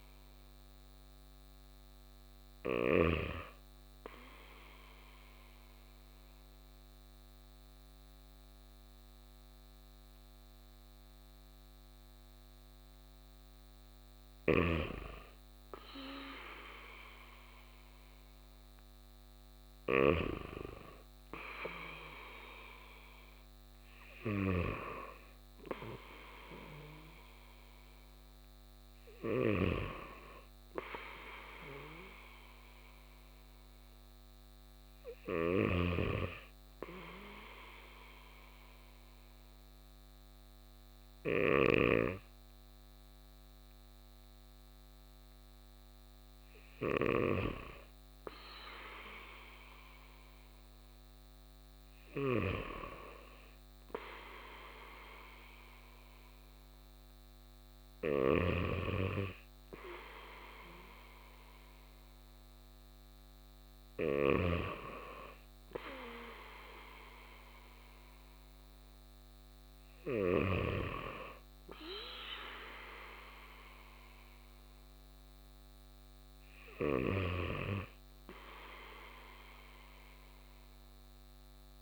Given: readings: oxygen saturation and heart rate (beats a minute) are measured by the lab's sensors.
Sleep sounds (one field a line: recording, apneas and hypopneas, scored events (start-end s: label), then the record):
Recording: breathing in sleep by a microphone on the trachea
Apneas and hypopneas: 2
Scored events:
4.00-15.00 s: obstructive apnea (oxygen 97% before, 95% lowest, heart rate 56 before, 55 extreme, up 4 after)
18.50-22.50 s: arousal
35.50-42.00 s: snoring (device-marked)
36.50-46.50 s: obstructive apnea (oxygen 97% before, 96% lowest, heart rate 57 before, 56 extreme, up 1 after)
47.50-51.50 s: arousal
58.00-64.50 s: snoring (device-marked)
From the record:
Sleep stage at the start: N2 (light sleep)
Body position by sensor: on the back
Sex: male